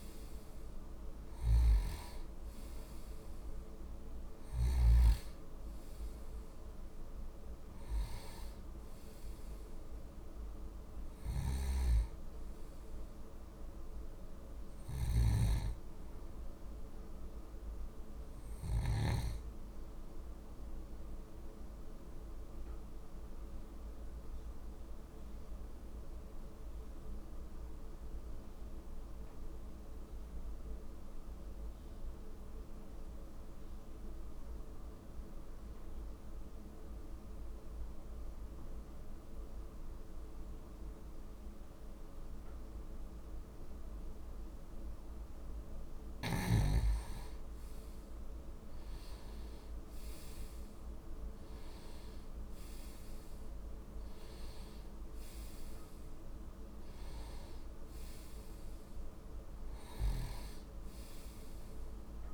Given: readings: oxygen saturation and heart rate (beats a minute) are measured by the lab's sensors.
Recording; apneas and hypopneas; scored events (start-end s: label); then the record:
breathing in sleep, hard to hear, by a room microphone; 1
14.50-19.00 s: snoring (device-marked)
22.00-46.00 s: obstructive apnea (oxygen 96% before, 90% lowest, heart rate 51 before, 47 extreme, up 7 after)
49.00-53.50 s: arousal
From the record:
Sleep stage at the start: N2 (light sleep); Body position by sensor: on the back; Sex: male